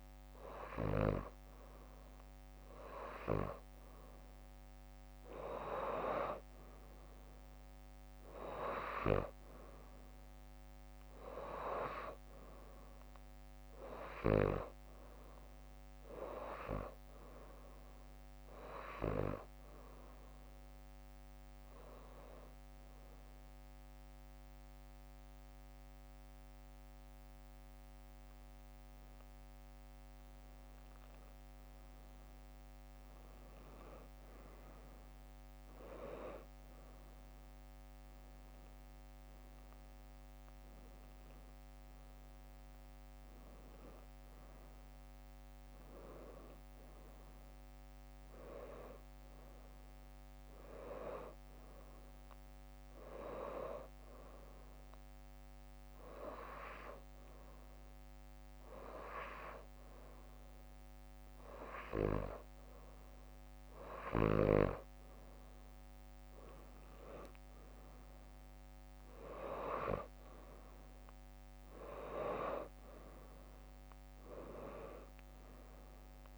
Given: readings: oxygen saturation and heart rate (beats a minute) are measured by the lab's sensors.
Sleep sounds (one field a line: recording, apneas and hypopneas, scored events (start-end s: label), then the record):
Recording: breathing in sleep by a microphone on the trachea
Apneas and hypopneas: 2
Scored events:
0.00-1.00 s: drop in pulse transit time (device-marked, heart rate 59 extreme)
3.00-5.00 s: bradycardia (device-marked, heart rate 64 before, 62 extreme)
5.00-8.50 s: arousal
18.50-29.50 s: hypopnea (oxygen 96% before, 93% lowest, heart rate 63 before, 58 extreme, up 7 after)
28.00-30.00 s: bradycardia (device-marked, heart rate 64 before, 60 extreme)
31.00-35.00 s: arousal
43.00-63.00 s: drop in pulse transit time (device-marked, heart rate 63 before, 63 extreme)
53.00-64.00 s: hypopnea (oxygen 95% before, 93% lowest, heart rate 66 before, 59 extreme, up 1 after)
66.50-70.50 s: arousal
From the record:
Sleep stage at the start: N2 (light sleep)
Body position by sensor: upright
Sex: female